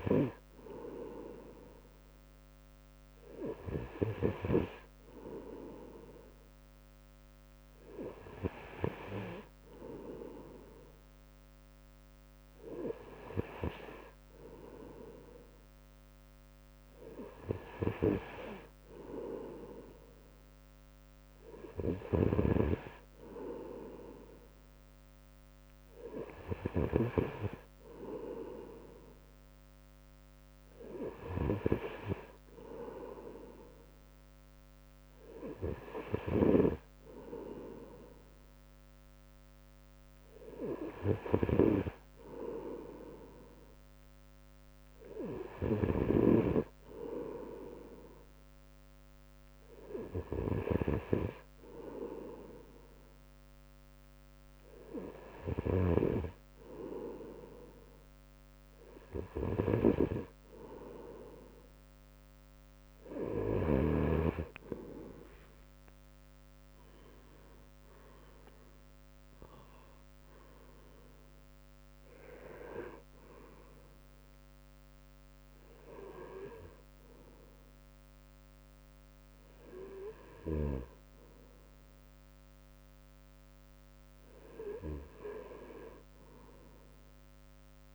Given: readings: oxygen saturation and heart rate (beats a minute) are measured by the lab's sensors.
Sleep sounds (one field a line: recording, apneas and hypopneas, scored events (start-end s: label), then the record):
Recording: breathing in sleep by a microphone on the trachea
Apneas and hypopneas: none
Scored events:
57.50-87.95 s: new sleep stage, N2 (light sleep)
64.50-76.50 s: drop in pulse transit time (device-marked, heart rate 67 before, 68 extreme)
65.50-69.50 s: arousal
From the record:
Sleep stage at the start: N3 (deep sleep)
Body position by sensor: on the right side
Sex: male